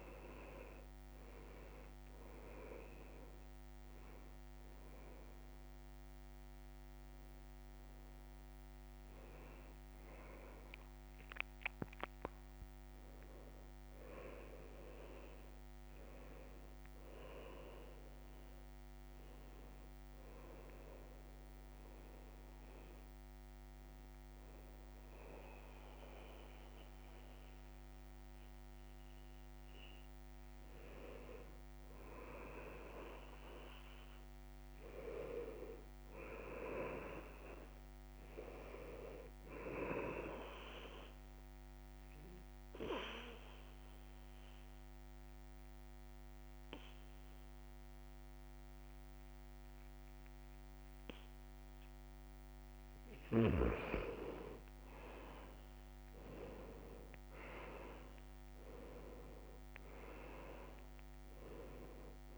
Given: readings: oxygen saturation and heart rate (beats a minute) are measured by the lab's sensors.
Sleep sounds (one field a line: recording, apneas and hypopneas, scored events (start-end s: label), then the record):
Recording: breathing in sleep by a microphone on the trachea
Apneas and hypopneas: 2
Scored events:
0.00-30.50 s: oxygen desaturation (device-marked, oxygen 88% lowest, heart rate 66 extreme)
19.50-30.50 s: hypopnea (oxygen 98% before, 88% lowest, heart rate 71 before, 66 extreme, up 0 after)
32.00-36.00 s: arousal
41.50-52.50 s: obstructive apnea (oxygen 98% before, 89% lowest, heart rate 70 before, 66 extreme, up 3 after)
43.50-55.50 s: oxygen desaturation (device-marked, oxygen 98% before, 94% lowest, heart rate 70 before, 66 extreme)
54.50-58.50 s: arousal
From the record:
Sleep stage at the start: N2 (light sleep)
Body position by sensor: on the back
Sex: male